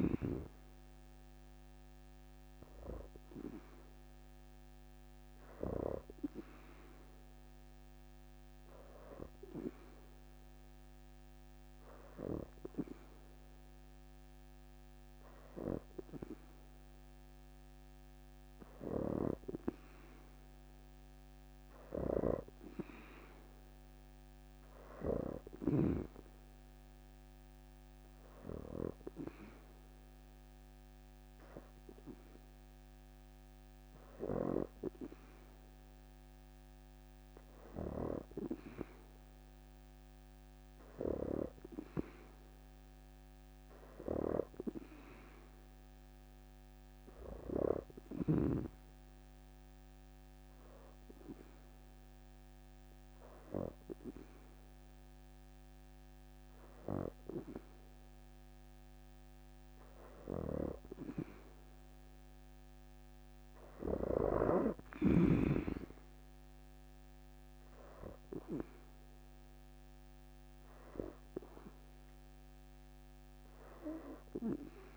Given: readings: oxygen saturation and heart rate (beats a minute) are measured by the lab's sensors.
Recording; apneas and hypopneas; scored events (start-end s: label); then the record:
breathing in sleep by a microphone on the trachea; 3
0.00-9.50 s: oxygen desaturation (device-marked, oxygen 86% lowest, heart rate 69 extreme)
3.50-7.00 s: leg movement (device-marked)
6.00-17.50 s: hypopnea (oxygen 92% before, 84% lowest, heart rate 77 before, 69 extreme, up 11 after)
19.50-22.50 s: arousal
26.50-41.50 s: oxygen desaturation (device-marked, oxygen 88% before, 84% lowest, heart rate 74 before, 72 extreme)
27.00-37.50 s: hypopnea (oxygen 90% before, 82% lowest, heart rate 74 before, 72 extreme, up 3 after)
42.00-45.50 s: arousal
47.50-55.50 s: oxygen desaturation (device-marked, oxygen 88% before, 84% lowest, heart rate 81 before, 73 extreme)
49.50-60.00 s: hypopnea (oxygen 88% before, 82% lowest, heart rate 80 before, 70 extreme, up 8 after)
65.00-68.50 s: arousal
68.50-74.97 s: oxygen desaturation (device-marked, oxygen 88% before, 82% lowest, heart rate 77 before, 59 extreme)
From the record:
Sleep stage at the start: N2 (light sleep); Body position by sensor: on the back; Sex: female